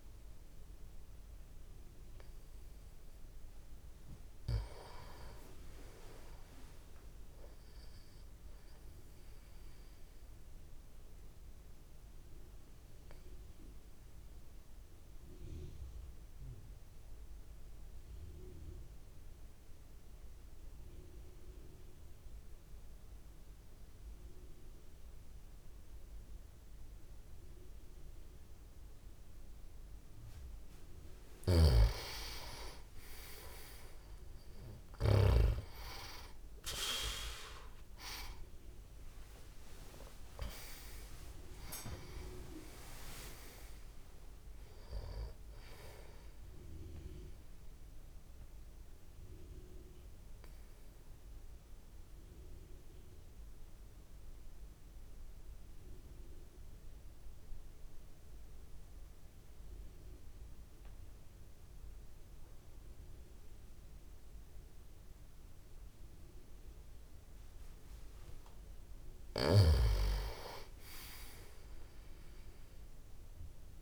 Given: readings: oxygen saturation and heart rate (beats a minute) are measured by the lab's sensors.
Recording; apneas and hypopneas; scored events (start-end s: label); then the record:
breathing in sleep by a room microphone; 2
0.00-11.00 s: oxygen desaturation (device-marked, oxygen 88% lowest)
9.50-31.50 s: obstructive apnea (oxygen 97% before, 89% lowest)
30.00-62.00 s: oxygen desaturation (device-marked, oxygen 98% before, 89% lowest)
31.00-35.50 s: snoring (device-marked)
35.50-40.50 s: arousal
47.50-68.00 s: obstructive apnea (oxygen 98% before, 89% lowest)
From the record:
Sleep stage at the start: N2 (light sleep); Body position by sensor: on the back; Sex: male